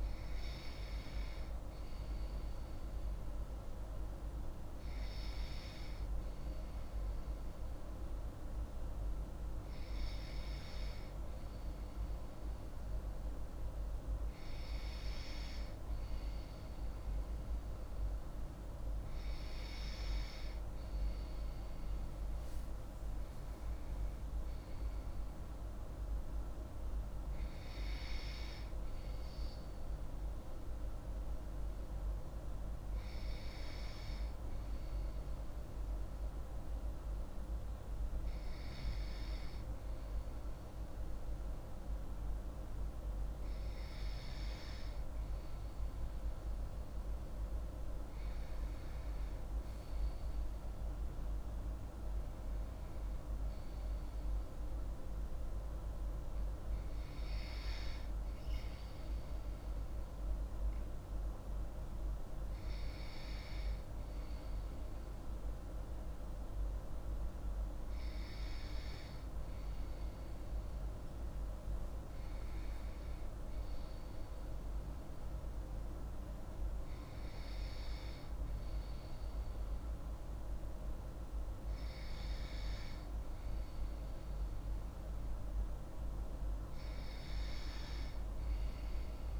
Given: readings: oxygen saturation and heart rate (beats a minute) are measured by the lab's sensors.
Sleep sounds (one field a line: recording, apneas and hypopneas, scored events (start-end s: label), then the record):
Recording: breathing in sleep, hard to hear, by a room microphone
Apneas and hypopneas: 2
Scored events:
1.50-13.00 s: hypopnea (oxygen 97% before, 94% lowest)
22.50-26.00 s: arousal
32.50-45.00 s: hypopnea (oxygen 95% before, 94% lowest)
50.50-54.00 s: arousal
From the record:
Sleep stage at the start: N2 (light sleep)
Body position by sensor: on the left side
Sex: female